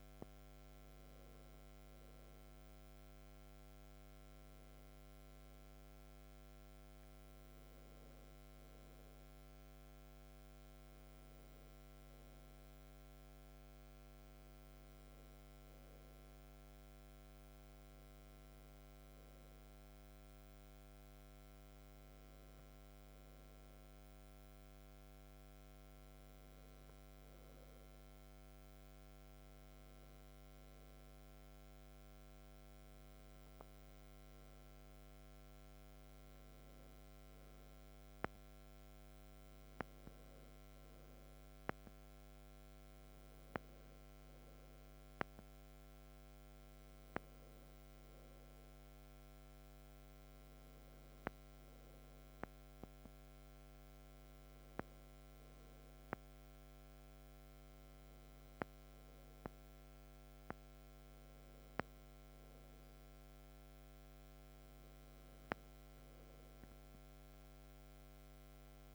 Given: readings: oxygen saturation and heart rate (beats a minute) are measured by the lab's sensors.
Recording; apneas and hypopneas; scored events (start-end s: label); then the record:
breathing in sleep, hard to hear, by a microphone on the trachea; none
none scored
From the record:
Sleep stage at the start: N2 (light sleep); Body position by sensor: on the back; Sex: male